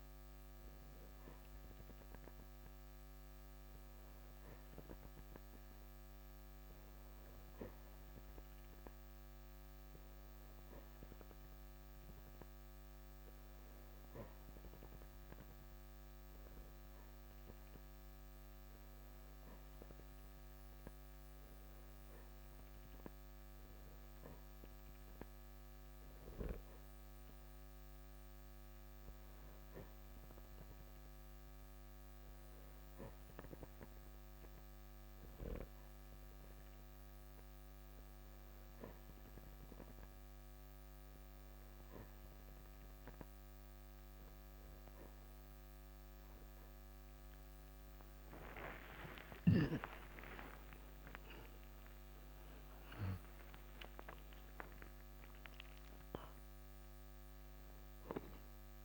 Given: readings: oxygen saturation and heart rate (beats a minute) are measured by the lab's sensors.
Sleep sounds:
breathing in sleep by a microphone on the trachea; none
46.50-58.85 s: new sleep stage, N2 (light sleep)
49.00-54.50 s: arousal
From the record:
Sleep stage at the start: N3 (deep sleep); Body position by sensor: on the back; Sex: male

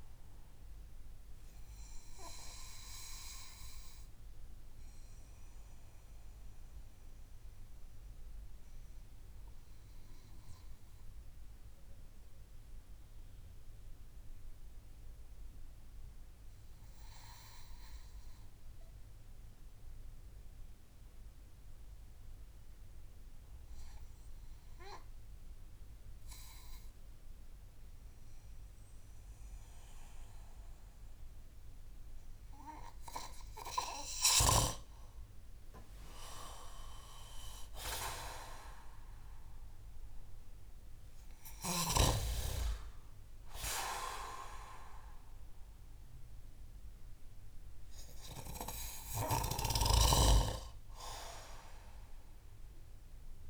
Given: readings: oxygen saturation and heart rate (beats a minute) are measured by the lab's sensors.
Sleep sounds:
breathing in sleep by a room microphone; 1
0.00-1.00 s: arousal
4.50-33.50 s: obstructive apnea (oxygen 98% before, 91% lowest)
18.00-25.00 s: oxygen desaturation (device-marked, oxygen 95% before, 92% lowest)
35.00-39.50 s: arousal
From the record:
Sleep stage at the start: N2 (light sleep); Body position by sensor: on the back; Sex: male

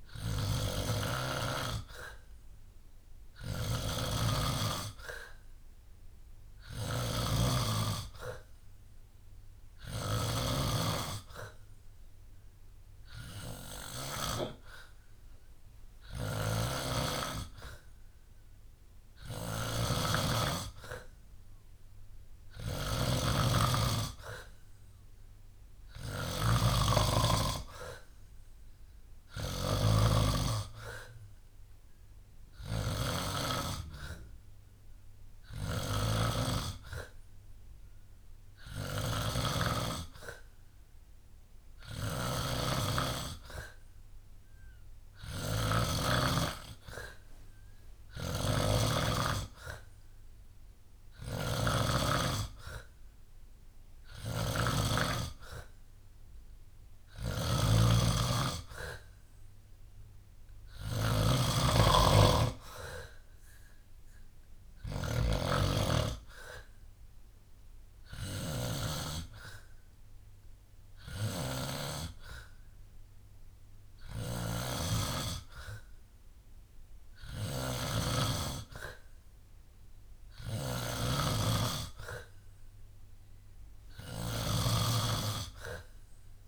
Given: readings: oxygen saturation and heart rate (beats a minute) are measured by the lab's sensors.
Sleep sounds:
breathing in sleep by a room microphone; none
0.00-14.00 s: snoring (device-marked)
16.00-78.00 s: snoring (device-marked)
63.50-73.50 s: drop in pulse transit time (device-marked, heart rate 66 before, 64 extreme)
80.00-86.48 s: snoring (device-marked)
From the record:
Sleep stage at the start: N2 (light sleep); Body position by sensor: on the back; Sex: male

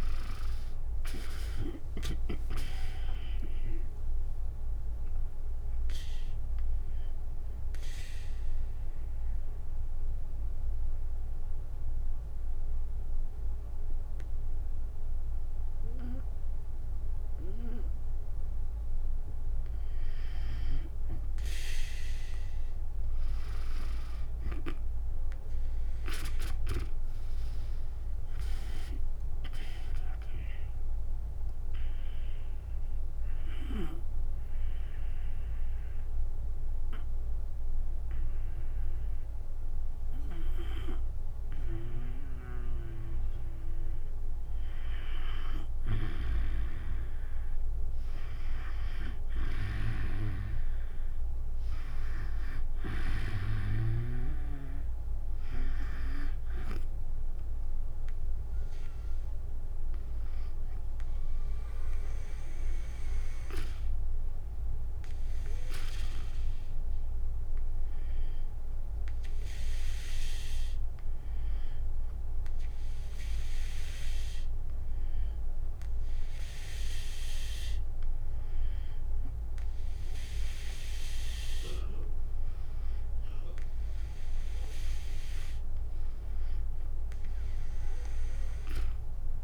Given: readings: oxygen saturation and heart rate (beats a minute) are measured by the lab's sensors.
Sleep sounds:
breathing in sleep by a room microphone; 3
0.00-1.00 s: arousal
0.50-12.50 s: drop in pulse transit time (device-marked, heart rate 69 before, 65 extreme)
0.50-18.50 s: oxygen desaturation (device-marked, oxygen 97% before, 91% lowest, heart rate 69 before, 55 extreme)
7.00-19.50 s: mixed apnea (oxygen 97% before, 91% lowest, heart rate 71 before, 55 extreme, up 4 after)
23.50-27.50 s: arousal
24.50-43.50 s: oxygen desaturation (device-marked, oxygen 98% before, 92% lowest, heart rate 68 before, 55 extreme)
26.50-38.50 s: drop in pulse transit time (device-marked, heart rate 67 before, 58 extreme)
32.50-43.50 s: obstructive apnea (oxygen 98% before, 92% lowest, heart rate 70 before, 55 extreme, up 11 after)
46.50-50.50 s: arousal
48.50-64.50 s: oxygen desaturation (device-marked, oxygen 98% before, 92% lowest, heart rate 70 before, 64 extreme)
57.50-70.50 s: drop in pulse transit time (device-marked, heart rate 62 before, 67 extreme)
67.00-79.00 s: hypopnea (oxygen 98% before, 93% lowest, heart rate 72 before, 64 extreme, up 6 after)
From the record:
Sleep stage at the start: N2 (light sleep); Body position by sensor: on the back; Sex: female

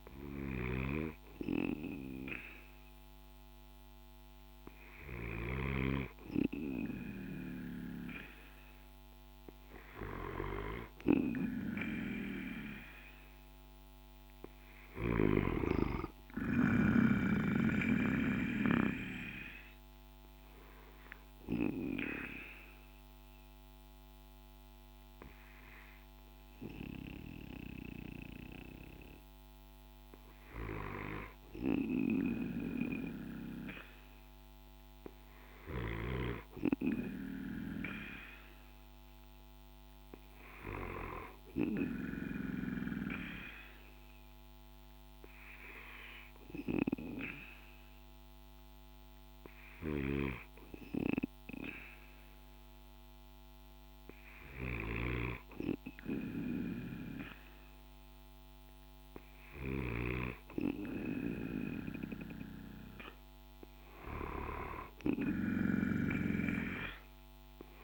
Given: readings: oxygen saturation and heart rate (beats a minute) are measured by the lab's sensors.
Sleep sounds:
breathing in sleep by a microphone on the trachea; 2
0.00-5.00 s: snoring (device-marked)
10.00-14.00 s: arousal
16.00-27.00 s: drop in pulse transit time (device-marked, heart rate 57 before, 55 extreme)
19.00-29.00 s: obstructive apnea (oxygen 93% before, 90% lowest, heart rate 57 before, 54 extreme, up 3 after)
31.50-36.00 s: arousal
41.00-51.00 s: drop in pulse transit time (device-marked, heart rate 56 before, 56 extreme)
42.50-55.50 s: hypopnea (oxygen 94% before, 90% lowest, heart rate 56 before, 54 extreme, up 0 after)
49.00-59.50 s: snoring (device-marked)
58.50-61.00 s: arousal
From the record:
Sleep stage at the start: N2 (light sleep); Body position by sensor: on the back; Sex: male

